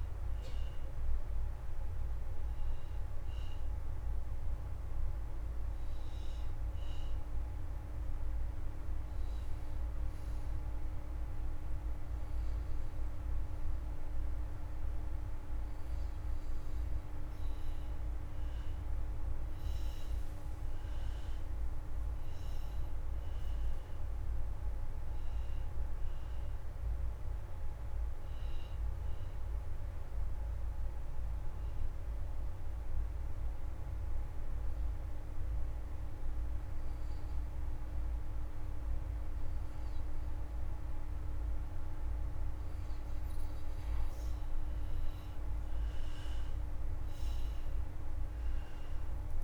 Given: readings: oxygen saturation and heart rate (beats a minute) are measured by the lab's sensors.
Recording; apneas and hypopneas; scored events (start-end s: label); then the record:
breathing in sleep, hard to hear, by a room microphone; 2
0.00-9.00 s: oxygen desaturation (device-marked, oxygen 87% lowest)
7.00-17.00 s: obstructive apnea (oxygen 93% before, 83% lowest)
19.50-23.50 s: arousal
25.00-38.00 s: oxygen desaturation (device-marked, oxygen 93% before, 84% lowest)
30.00-42.00 s: obstructive apnea (oxygen 93% before, 83% lowest)
45.00-49.44 s: arousal
46.00-49.44 s: oxygen desaturation (device-marked, oxygen 96% before, 83% lowest)
From the record:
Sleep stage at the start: N2 (light sleep); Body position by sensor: on the left side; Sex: male